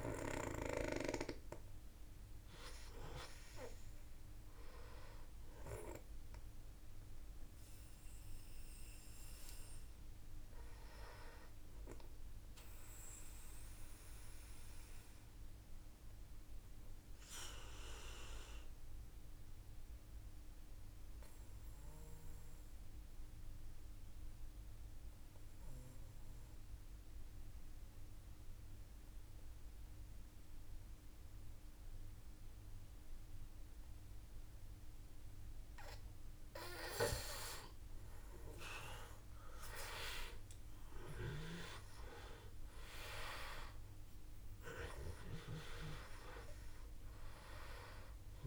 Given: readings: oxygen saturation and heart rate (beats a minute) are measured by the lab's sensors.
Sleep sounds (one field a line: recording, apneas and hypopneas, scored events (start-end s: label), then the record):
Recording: breathing in sleep by a room microphone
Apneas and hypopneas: 1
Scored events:
0.00-18.00 s: oxygen desaturation (device-marked, oxygen 91% lowest, heart rate 51 extreme)
10.50-35.00 s: obstructive apnea (oxygen 98% before, 91% lowest, heart rate 55 before, 51 extreme, up 6 after)
37.00-48.47 s: oxygen desaturation (device-marked, oxygen 97% before, 91% lowest, heart rate 53 before, 50 extreme)
37.50-41.00 s: arousal
From the record:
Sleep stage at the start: N2 (light sleep)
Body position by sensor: on the back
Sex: male